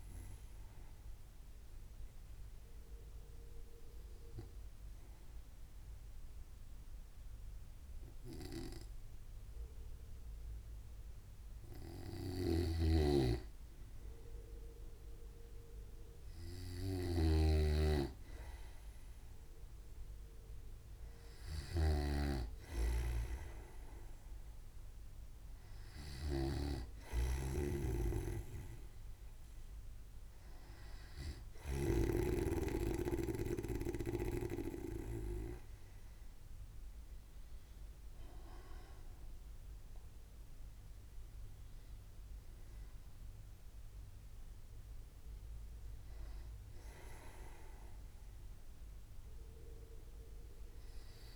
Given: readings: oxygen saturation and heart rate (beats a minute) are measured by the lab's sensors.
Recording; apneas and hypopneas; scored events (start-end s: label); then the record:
breathing in sleep by a room microphone; 1
1.50-14.00 s: obstructive apnea (oxygen 98% before, 95% lowest, heart rate 65 before, 61 extreme, up 0 after)
13.00-32.50 s: snoring (device-marked)
16.50-19.50 s: arousal
From the record:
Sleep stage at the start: N2 (light sleep); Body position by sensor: on the right side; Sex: male